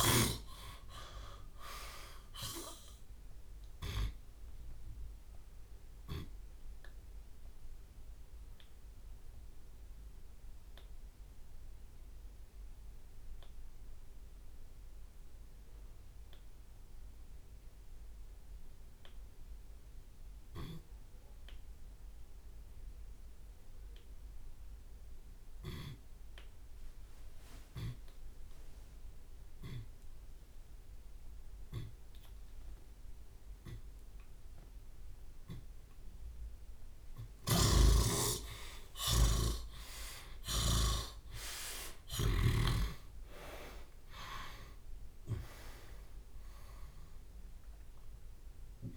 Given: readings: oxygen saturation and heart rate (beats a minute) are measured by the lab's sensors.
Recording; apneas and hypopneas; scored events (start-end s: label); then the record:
breathing in sleep by a room microphone; 1
0.00-4.50 s: drop in pulse transit time (device-marked)
3.00-5.00 s: long interval between heartbeats (device-marked)
7.00-37.50 s: obstructive apnea (oxygen 98% before, 80% lowest)
12.50-14.50 s: long interval between heartbeats (device-marked, heart rate 70 before, 45 extreme)
13.50-36.50 s: oxygen desaturation (device-marked, oxygen 94% before, 81% lowest)
17.50-21.50 s: drop in pulse transit time (device-marked, heart rate 50 before, 41 extreme)
20.50-22.50 s: long interval between heartbeats (device-marked, heart rate 42 before, 45 extreme)
23.50-25.50 s: long interval between heartbeats (device-marked, heart rate 43 before, 44 extreme)
28.00-30.00 s: long interval between heartbeats (device-marked, heart rate 46 before, 68 extreme)
32.50-42.50 s: drop in pulse transit time (device-marked, heart rate 53 before, 97 extreme)
32.50-48.97 s: tachycardia (device-marked, heart rate 71 before, 138 extreme)
33.00-35.00 s: long interval between heartbeats (device-marked, heart rate 53 before, 97 extreme)
35.50-37.50 s: long interval between heartbeats (device-marked, heart rate 61 before, 121 extreme)
37.50-39.50 s: long interval between heartbeats (device-marked, heart rate 69 before, 118 extreme)
37.50-41.00 s: snoring (device-marked)
38.00-43.50 s: arousal
41.50-43.50 s: long interval between heartbeats (device-marked, heart rate 85 before, 117 extreme)
44.50-46.50 s: long interval between heartbeats (device-marked, heart rate 96 before, 127 extreme)
47.50-48.50 s: drop in pulse transit time (device-marked, heart rate 108 before, 138 extreme)
47.50-48.97 s: long interval between heartbeats (device-marked, heart rate 108 before, 138 extreme)
From the record:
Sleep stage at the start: N2 (light sleep); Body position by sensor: on the left side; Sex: male